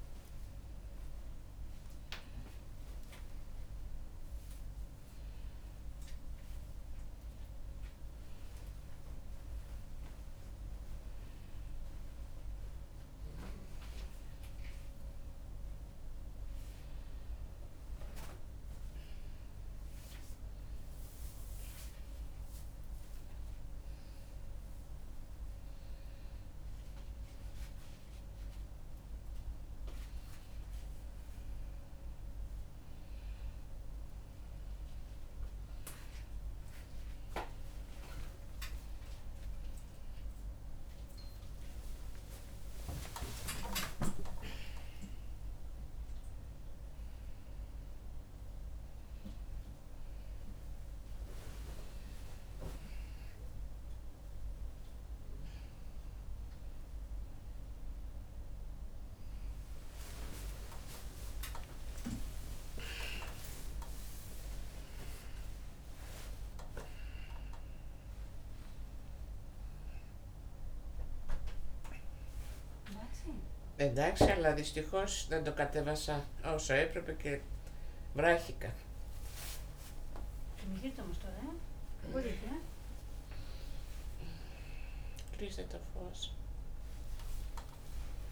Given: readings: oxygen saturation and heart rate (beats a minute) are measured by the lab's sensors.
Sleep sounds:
a person awake in a sleep study, by a room microphone; none
49.00-55.00 s: oxygen desaturation (device-marked, oxygen 98% before, 95% lowest, heart rate 113 before, 69 extreme)
From the record:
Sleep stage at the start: awake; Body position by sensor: upright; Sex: female

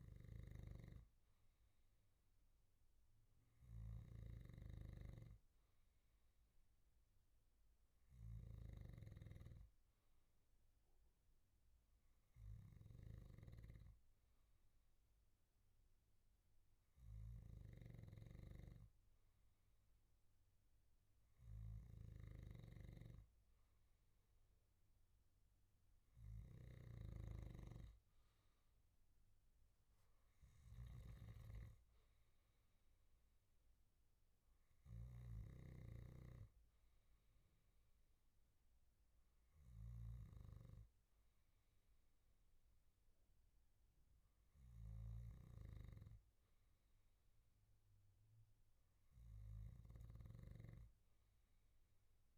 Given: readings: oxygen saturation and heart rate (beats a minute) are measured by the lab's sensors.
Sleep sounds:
breathing in sleep by a room microphone; none
0.00-9.00 s: snoring (device-marked)
17.50-52.38 s: snoring (device-marked)
From the record:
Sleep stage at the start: N2 (light sleep); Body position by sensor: on the back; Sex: male

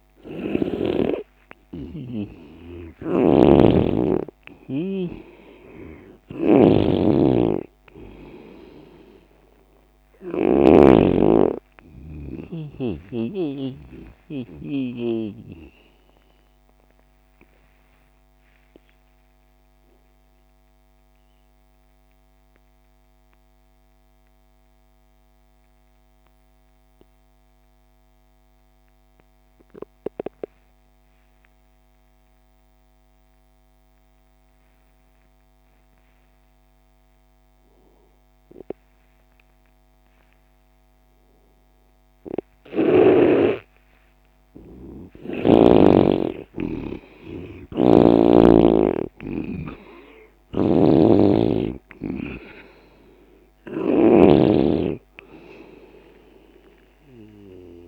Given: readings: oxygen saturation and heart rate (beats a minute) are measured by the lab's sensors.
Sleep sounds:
breathing in sleep by a microphone on the trachea; 1
0.00-3.00 s: arousal
0.00-28.00 s: oxygen desaturation (device-marked, oxygen 90% lowest)
2.50-10.50 s: snoring (device-marked)
17.50-43.50 s: mixed apnea (oxygen 97% before, 86% lowest)
38.00-57.88 s: oxygen desaturation (device-marked, oxygen 98% before, 86% lowest)
45.50-49.00 s: arousal
50.00-54.00 s: snoring (device-marked)
From the record:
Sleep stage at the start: N2 (light sleep); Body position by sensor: on the left side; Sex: male

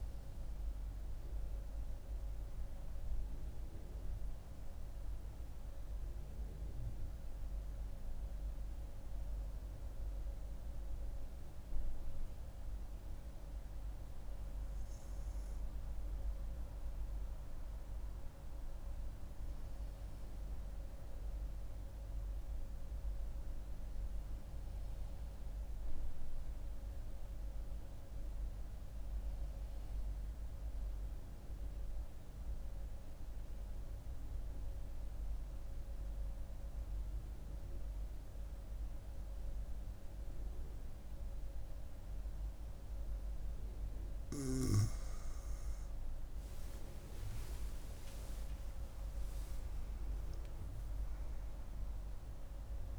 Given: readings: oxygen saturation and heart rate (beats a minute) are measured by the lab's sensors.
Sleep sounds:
breathing in sleep, hard to hear, by a room microphone; 1
20.00-42.50 s: obstructive apnea (oxygen 98% before, 93% lowest, heart rate 72 before, 62 extreme, up 6 after)
39.50-52.99 s: oxygen desaturation (device-marked, oxygen 98% before, 93% lowest, heart rate 65 before, 59 extreme)
46.00-50.00 s: arousal
From the record:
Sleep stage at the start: N2 (light sleep); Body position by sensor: on the front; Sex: female

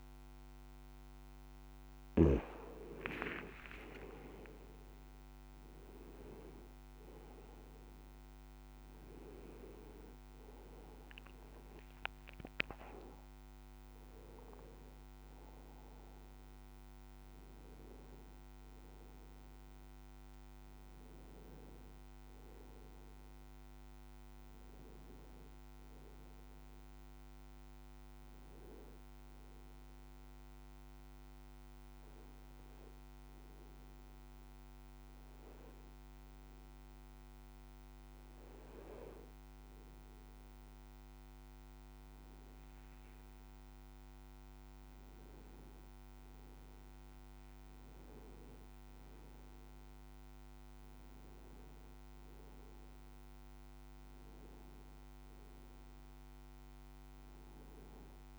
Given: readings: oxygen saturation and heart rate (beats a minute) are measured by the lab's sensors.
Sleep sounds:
breathing in sleep by a microphone on the trachea; 1
1.00-4.00 s: arousal
29.00-39.00 s: hypopnea (oxygen 96% before, 94% lowest, heart rate 61 before, 57 extreme, up 32 after)
41.00-45.00 s: arousal
From the record:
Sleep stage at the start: N2 (light sleep); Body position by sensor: on the right side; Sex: male

